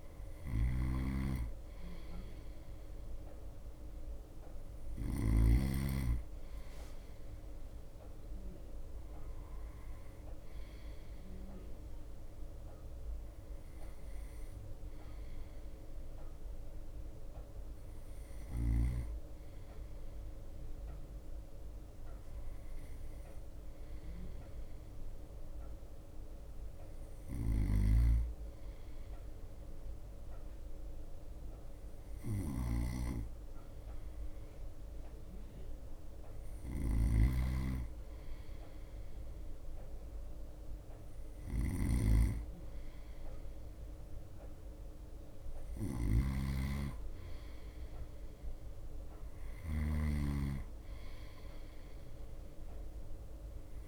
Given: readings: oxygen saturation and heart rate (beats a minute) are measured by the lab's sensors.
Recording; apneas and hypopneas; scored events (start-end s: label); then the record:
breathing in sleep by a room microphone; none
0.00-19.50 s: bradycardia (device-marked, heart rate 57 extreme)
0.50-5.50 s: snoring (device-marked)
11.50-20.50 s: drop in pulse transit time (device-marked, heart rate 58 before, 57 extreme)
21.50-53.88 s: bradycardia (device-marked, heart rate 57 before, 55 extreme)
27.50-53.88 s: snoring (device-marked)
From the record:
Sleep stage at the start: N2 (light sleep); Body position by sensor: on the right side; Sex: male